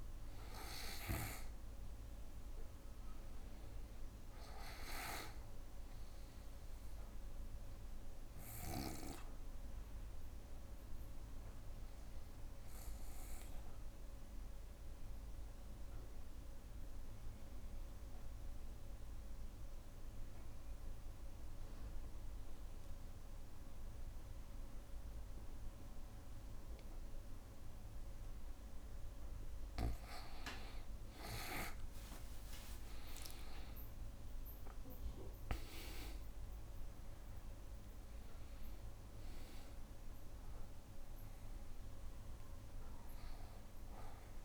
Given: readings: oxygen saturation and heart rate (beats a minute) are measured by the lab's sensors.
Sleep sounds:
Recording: breathing in sleep by a room microphone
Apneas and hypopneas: 1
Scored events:
13.00-28.00 s: obstructive apnea (oxygen 97% before, 91% lowest, heart rate 63 before, 60 extreme, up 6 after)
31.00-36.00 s: arousal
31.50-44.45 s: oxygen desaturation (device-marked, oxygen 97% before, 91% lowest, heart rate 61 before, 60 extreme)
From the record:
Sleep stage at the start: N2 (light sleep)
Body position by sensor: on the back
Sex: male

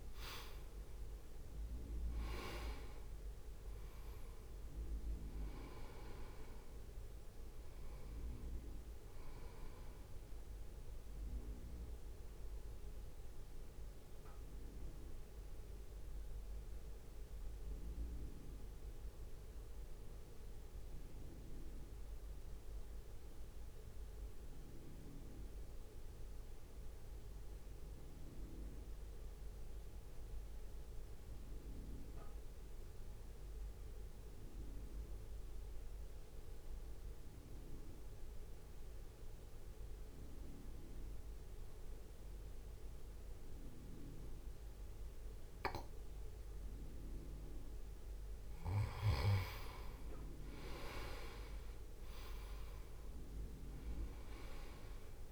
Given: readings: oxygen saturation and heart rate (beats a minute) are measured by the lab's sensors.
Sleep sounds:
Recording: breathing in sleep by a room microphone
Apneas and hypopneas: 1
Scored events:
0.00-4.50 s: arousal
0.00-28.00 s: oxygen desaturation (device-marked, oxygen 87% lowest, heart rate 55 extreme)
3.00-17.00 s: drop in pulse transit time (device-marked, heart rate 64 before, 55 extreme)
12.00-48.00 s: mixed apnea (oxygen 97% before, 85% lowest, heart rate 61 before, 55 extreme, up 1 after)
42.00-55.32 s: oxygen desaturation (device-marked, oxygen 98% before, 85% lowest, heart rate 62 before, 55 extreme)
51.50-55.32 s: arousal
54.00-55.32 s: drop in pulse transit time (device-marked, heart rate 62 before, 55 extreme)
From the record:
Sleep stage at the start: N2 (light sleep)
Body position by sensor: on the right side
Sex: male

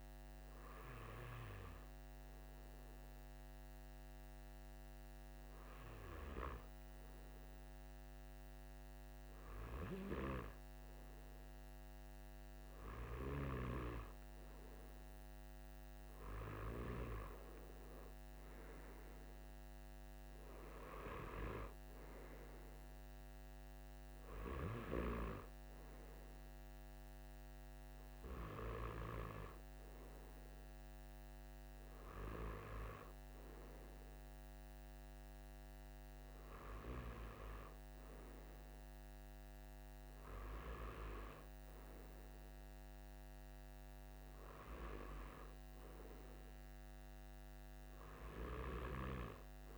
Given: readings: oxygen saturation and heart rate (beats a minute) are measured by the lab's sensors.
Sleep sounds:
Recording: breathing in sleep by a microphone on the trachea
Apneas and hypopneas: none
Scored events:
none scored
From the record:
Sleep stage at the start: N2 (light sleep)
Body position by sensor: on the right side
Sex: male

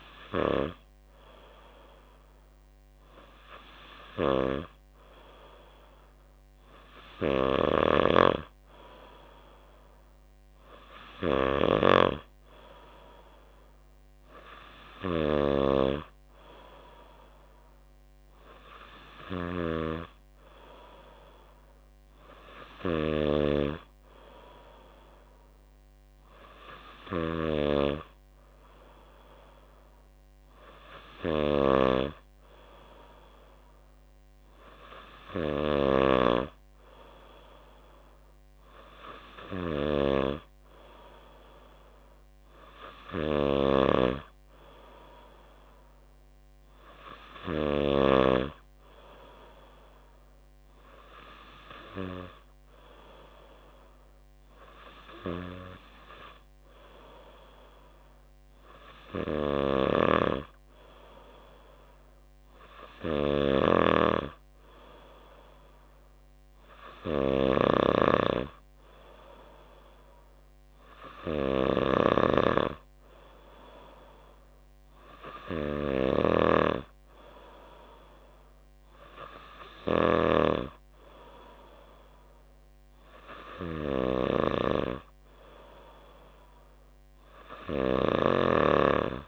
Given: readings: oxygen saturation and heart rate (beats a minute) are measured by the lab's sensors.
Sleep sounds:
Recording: breathing in sleep by a microphone on the trachea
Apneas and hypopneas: none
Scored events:
7.50-20.00 s: snoring (device-marked)
27.00-36.50 s: snoring (device-marked)
43.50-48.50 s: snoring (device-marked)
59.50-88.50 s: snoring (device-marked)
From the record:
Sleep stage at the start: N2 (light sleep)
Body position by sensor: on the back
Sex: female

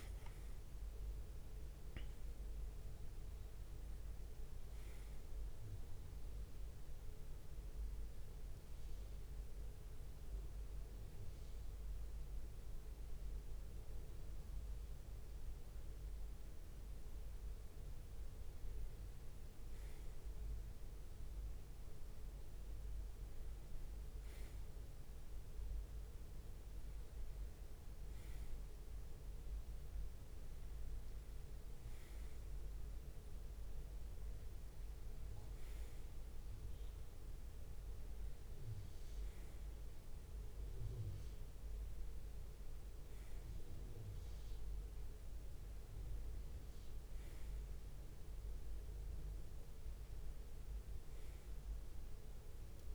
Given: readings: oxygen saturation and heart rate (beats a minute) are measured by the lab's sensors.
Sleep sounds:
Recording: a person partly awake in a sleep study, hard to hear, by a room microphone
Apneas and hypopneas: none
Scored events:
0.00-12.00 s: bradycardia (device-marked)
4.50-6.50 s: long interval between heartbeats (device-marked, heart rate 59 before, 25 extreme)
8.00-18.00 s: drop in pulse transit time (device-marked, heart rate 53 before, 33 extreme)
13.00-15.00 s: long interval between heartbeats (device-marked, heart rate 46 before, 53 extreme)
14.00-52.95 s: new sleep stage, N1 (lightest sleep)
19.50-21.50 s: long interval between heartbeats (device-marked, heart rate 48 before, 70 extreme)
20.00-24.00 s: tachycardia (device-marked, heart rate 78 before, 102 extreme)
23.00-25.00 s: long interval between heartbeats (device-marked, heart rate 52 before, 102 extreme)
25.00-32.00 s: tachycardia (device-marked, heart rate 78 before, 115 extreme)
26.00-28.00 s: long interval between heartbeats (device-marked, heart rate 64 before, 93 extreme)
29.00-31.00 s: long interval between heartbeats (device-marked, heart rate 74 before, 103 extreme)
32.00-50.00 s: oxygen desaturation (device-marked, oxygen 98% before, 95% lowest, heart rate 85 before, 68 extreme)
32.50-34.50 s: long interval between heartbeats (device-marked, heart rate 85 before, 110 extreme)
33.00-36.00 s: tachycardia (device-marked, heart rate 78 before, 116 extreme)
36.50-38.50 s: long interval between heartbeats (device-marked, heart rate 95 before, 103 extreme)
45.00-47.00 s: tachycardia (device-marked, heart rate 79 before, 97 extreme)
45.50-47.50 s: long interval between heartbeats (device-marked, heart rate 101 before, 96 extreme)
48.00-50.00 s: long interval between heartbeats (device-marked, heart rate 100 before, 106 extreme)
From the record:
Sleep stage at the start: awake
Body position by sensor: on the right side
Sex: male

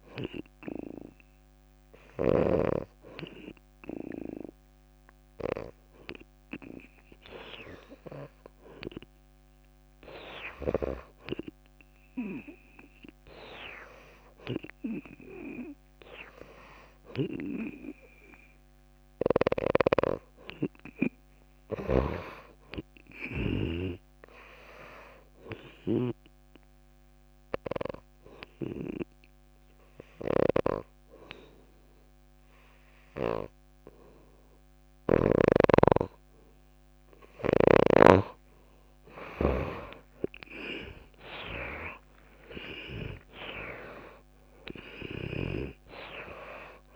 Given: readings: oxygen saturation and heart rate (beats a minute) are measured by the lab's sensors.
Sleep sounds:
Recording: breathing in sleep by a microphone on the trachea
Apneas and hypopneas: 1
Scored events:
0.00-9.00 s: oxygen desaturation (device-marked, oxygen 87% lowest)
21.50-24.50 s: arousal
22.00-26.50 s: snoring (device-marked)
26.50-37.00 s: hypopnea (oxygen 92% before, 81% lowest)
39.50-42.50 s: arousal
41.00-46.96 s: oxygen desaturation (device-marked, oxygen 92% before, 81% lowest)
From the record:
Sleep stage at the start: N2 (light sleep)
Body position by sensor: on the back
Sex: female

